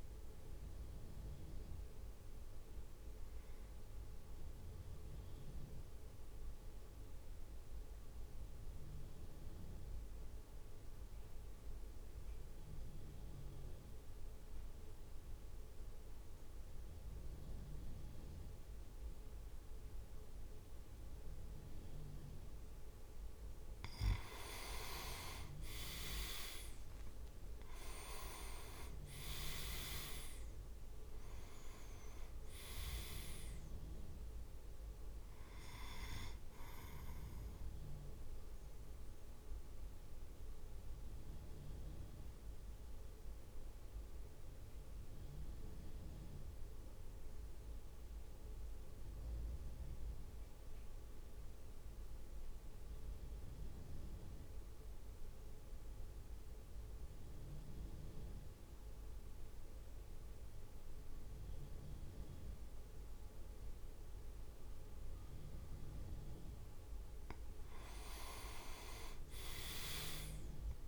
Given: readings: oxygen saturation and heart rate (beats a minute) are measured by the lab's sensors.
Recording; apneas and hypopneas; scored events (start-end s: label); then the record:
breathing in sleep by a room microphone; 2
0.00-1.00 s: arousal
0.00-9.50 s: drop in pulse transit time (device-marked, heart rate 53 extreme)
4.50-23.00 s: mixed apnea (oxygen 98% before, 93% lowest, heart rate 55 before, 51 extreme, up 5 after)
22.50-55.50 s: oxygen desaturation (device-marked, oxygen 100% before, 93% lowest, heart rate 55 before, 51 extreme)
25.50-27.00 s: leg movement (device-marked)
25.50-30.50 s: arousal
26.50-38.50 s: drop in pulse transit time (device-marked, heart rate 55 before, 54 extreme)
39.00-66.00 s: mixed apnea (oxygen 100% before, 93% lowest, heart rate 57 before, 52 extreme, up 5 after)
68.50-70.88 s: arousal
From the record:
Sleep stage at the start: N2 (light sleep); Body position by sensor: on the back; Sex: male